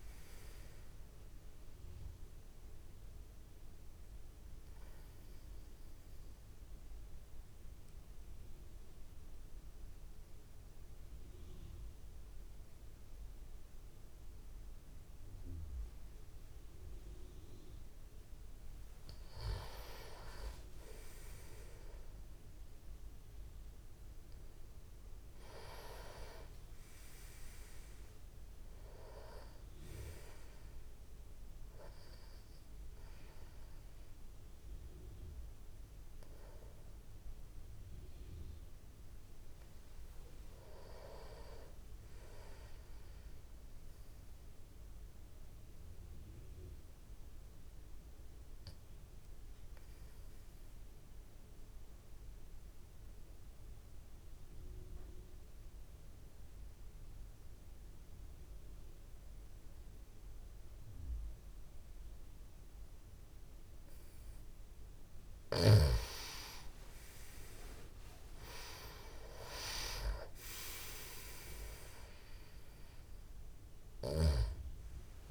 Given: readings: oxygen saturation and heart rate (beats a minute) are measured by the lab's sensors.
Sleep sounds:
breathing in sleep by a room microphone; 2
0.00-13.50 s: oxygen desaturation (device-marked, oxygen 90% lowest, heart rate 52 extreme)
2.00-17.00 s: obstructive apnea (oxygen 97% before, 90% lowest, heart rate 64 before, 51 extreme, up 16 after)
19.00-23.00 s: arousal
25.50-45.50 s: oxygen desaturation (device-marked, oxygen 98% before, 92% lowest, heart rate 58 before, 51 extreme)
45.50-64.00 s: obstructive apnea (oxygen 98% before, 90% lowest, heart rate 55 before, 50 extreme, up 19 after)
63.50-75.31 s: oxygen desaturation (device-marked, oxygen 97% before, 90% lowest, heart rate 55 before, 50 extreme)
66.00-70.50 s: arousal
From the record:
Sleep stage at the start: N2 (light sleep); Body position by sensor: on the back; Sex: male

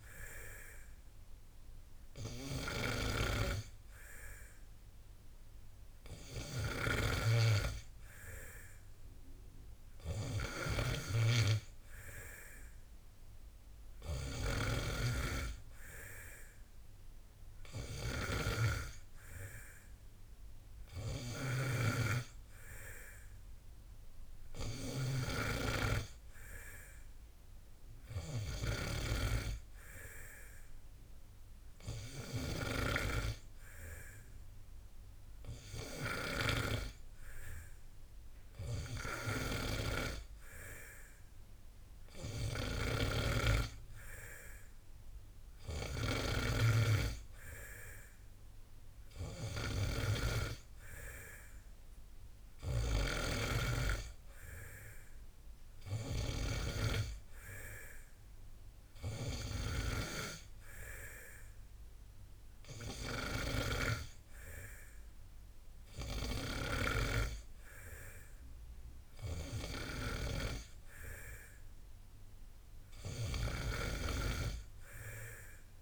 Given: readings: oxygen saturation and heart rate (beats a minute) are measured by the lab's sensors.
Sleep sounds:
breathing in sleep by a room microphone; none
none scored
From the record:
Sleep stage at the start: N2 (light sleep); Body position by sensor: on the back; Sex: male

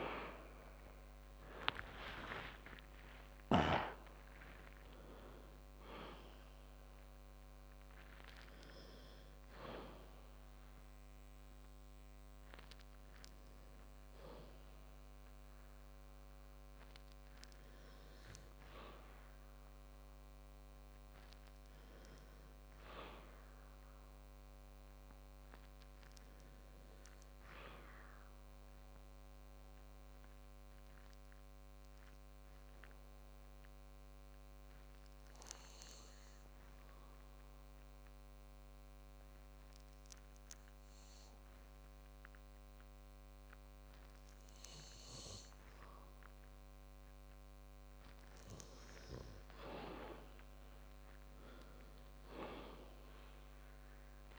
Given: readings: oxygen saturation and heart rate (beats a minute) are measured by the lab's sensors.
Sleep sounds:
breathing in sleep by a microphone on the trachea; 1
0.00-5.00 s: oxygen desaturation (device-marked, oxygen 91% lowest, heart rate 57 extreme)
2.50-6.50 s: arousal
7.00-33.00 s: oxygen desaturation (device-marked, oxygen 93% before, 84% lowest, heart rate 84 before, 59 extreme)
30.00-46.00 s: hypopnea (oxygen 93% before, 92% lowest, heart rate 69 before, 47 extreme, up 9 after)
48.50-52.50 s: arousal
From the record:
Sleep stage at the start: N2 (light sleep); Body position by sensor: on the back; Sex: male

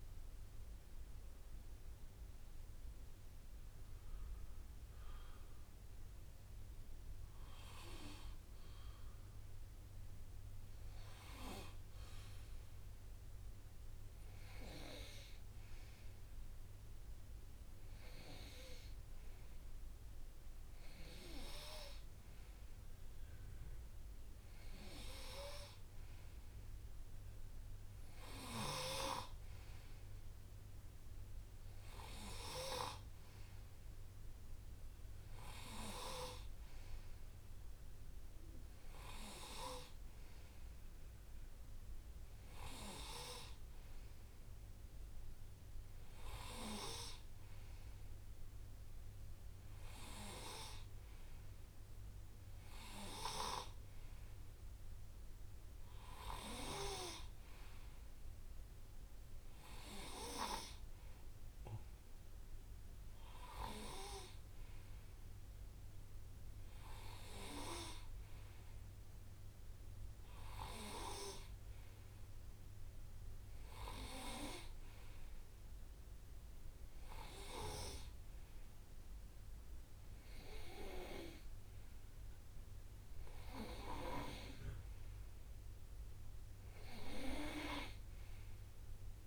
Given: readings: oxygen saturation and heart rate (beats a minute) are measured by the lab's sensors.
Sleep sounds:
breathing in sleep by a room microphone; none
16.50-18.50 s: long interval between heartbeats (device-marked, heart rate 76 before, 73 extreme)
From the record:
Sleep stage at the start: N2 (light sleep); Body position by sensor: on the right side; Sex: male

